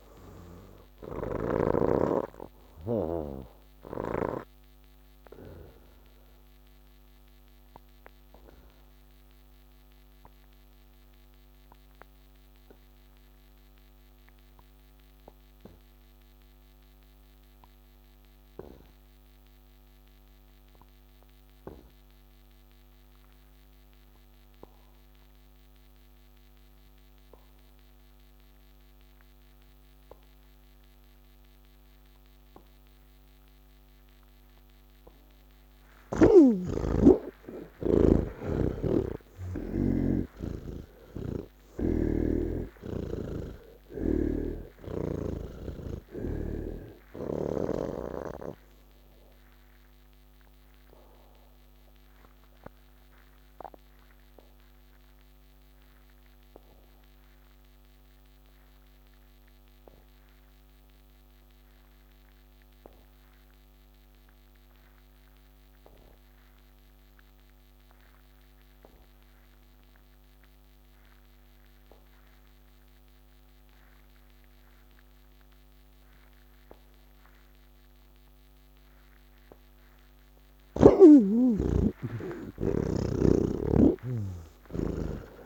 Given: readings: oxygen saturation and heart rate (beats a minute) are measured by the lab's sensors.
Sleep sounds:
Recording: breathing in sleep by a microphone on the trachea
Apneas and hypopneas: 2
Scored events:
0.00-2.00 s: snoring (device-marked)
0.00-16.50 s: oxygen desaturation (device-marked, oxygen 78% lowest)
5.50-35.00 s: obstructive apnea (oxygen 98% before, 78% lowest)
27.50-62.50 s: oxygen desaturation (device-marked, oxygen 98% before, 78% lowest, heart rate 86 before, 85 extreme)
38.50-42.00 s: snoring (device-marked)
51.50-85.46 s: new sleep stage, N1 (lightest sleep)
54.50-79.50 s: obstructive apnea (oxygen 96% before, 78% lowest, heart rate 129 before, 96 extreme, up 35 after)
72.50-85.46 s: oxygen desaturation (device-marked, oxygen 99% before, 78% lowest, heart rate 172 before, 68 extreme)
From the record:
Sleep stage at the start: N2 (light sleep)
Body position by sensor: on the back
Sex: male

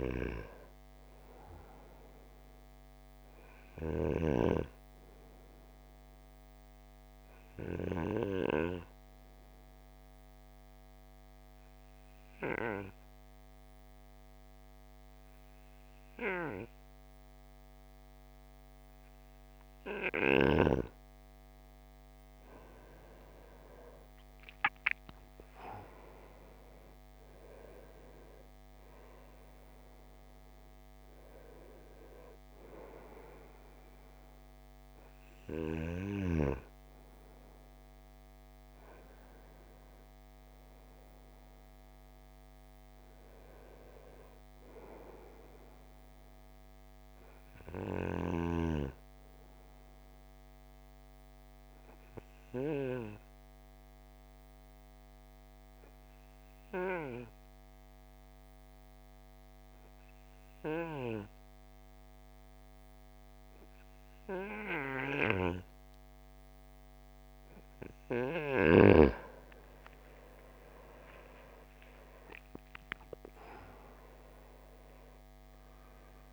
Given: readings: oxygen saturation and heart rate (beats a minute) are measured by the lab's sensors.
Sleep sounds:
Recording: breathing in sleep by a microphone on the trachea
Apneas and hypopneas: 2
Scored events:
0.00-17.00 s: oxygen desaturation (device-marked, oxygen 96% before, 91% lowest, heart rate 59 before, 53 extreme)
4.50-20.50 s: obstructive apnea (oxygen 96% before, 91% lowest, heart rate 60 before, 53 extreme, up 12 after)
24.00-28.50 s: arousal
31.00-47.00 s: oxygen desaturation (device-marked, oxygen 96% before, 91% lowest, heart rate 57 before, 52 extreme)
48.50-67.50 s: obstructive apnea (oxygen 96% before, 88% lowest, heart rate 61 before, 52 extreme, up 52 after)
67.00-76.33 s: oxygen desaturation (device-marked, oxygen 96% before, 88% lowest, heart rate 54 before, 53 extreme)
69.50-74.00 s: arousal
From the record:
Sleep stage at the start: N2 (light sleep)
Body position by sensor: on the right side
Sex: male

